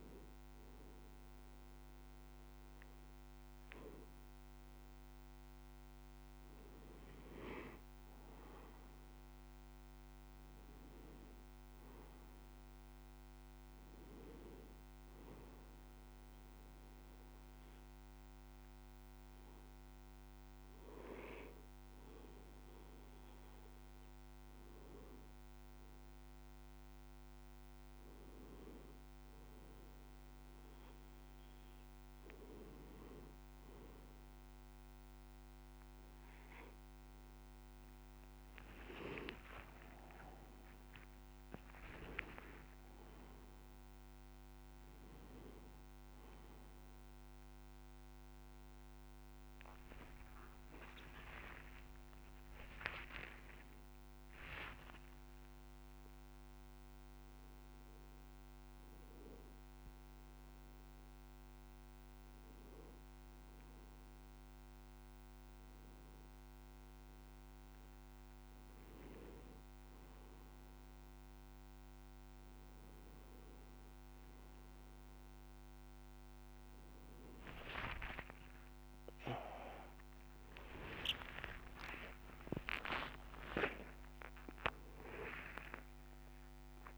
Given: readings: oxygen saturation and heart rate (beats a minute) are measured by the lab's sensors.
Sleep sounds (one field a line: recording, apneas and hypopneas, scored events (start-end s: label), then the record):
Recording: a person awake in a sleep study, by a microphone on the trachea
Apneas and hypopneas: none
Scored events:
40.00-86.98 s: new sleep stage, awake
50.00-62.00 s: oxygen desaturation (device-marked, oxygen 98% before, 94% lowest)
From the record:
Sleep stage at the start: N1 (lightest sleep)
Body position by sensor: on the back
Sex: male